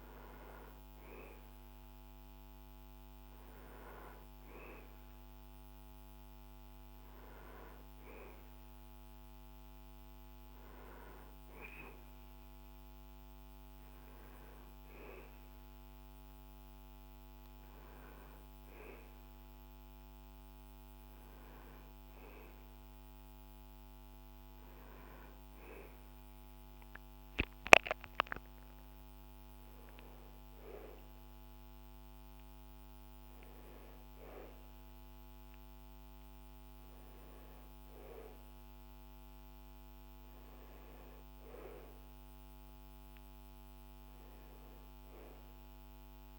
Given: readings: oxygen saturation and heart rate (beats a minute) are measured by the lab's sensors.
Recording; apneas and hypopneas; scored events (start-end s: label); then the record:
breathing in sleep by a microphone on the trachea; none
none scored
From the record:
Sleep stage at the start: N1 (lightest sleep); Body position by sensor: on the back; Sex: male